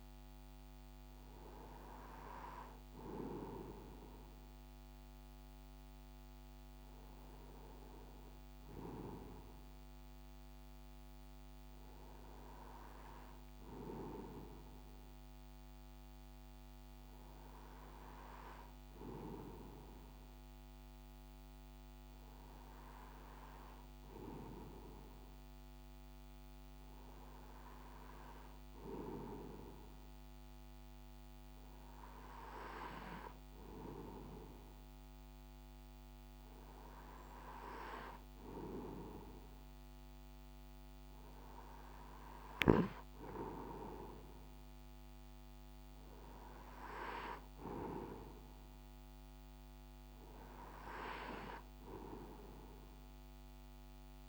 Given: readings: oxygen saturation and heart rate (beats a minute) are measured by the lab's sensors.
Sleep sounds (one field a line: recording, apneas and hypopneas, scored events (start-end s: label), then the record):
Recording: breathing in sleep by a microphone on the trachea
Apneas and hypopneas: none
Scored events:
none scored
From the record:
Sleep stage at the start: N2 (light sleep)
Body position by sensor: on the right side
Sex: male